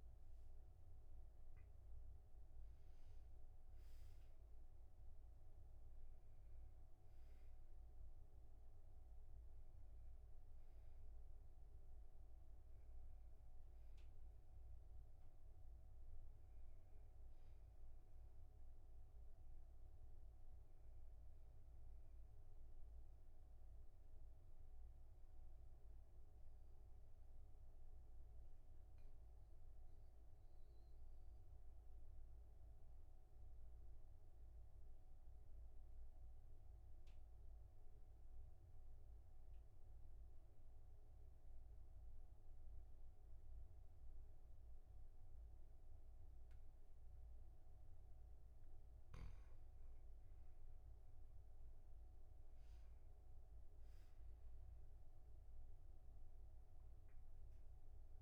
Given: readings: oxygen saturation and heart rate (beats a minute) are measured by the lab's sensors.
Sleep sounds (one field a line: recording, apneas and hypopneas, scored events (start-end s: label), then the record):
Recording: breathing in sleep, hard to hear, by a room microphone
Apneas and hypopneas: 1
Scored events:
0.00-1.00 s: arousal
14.00-29.00 s: oxygen desaturation (device-marked, oxygen 98% before, 95% lowest, heart rate 49 before, 45 extreme)
28.00-48.50 s: obstructive apnea (oxygen 98% before, 96% lowest, heart rate 48 before, 40 extreme, up 6 after)
51.00-54.00 s: arousal
From the record:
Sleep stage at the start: N2 (light sleep)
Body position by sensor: on the back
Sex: male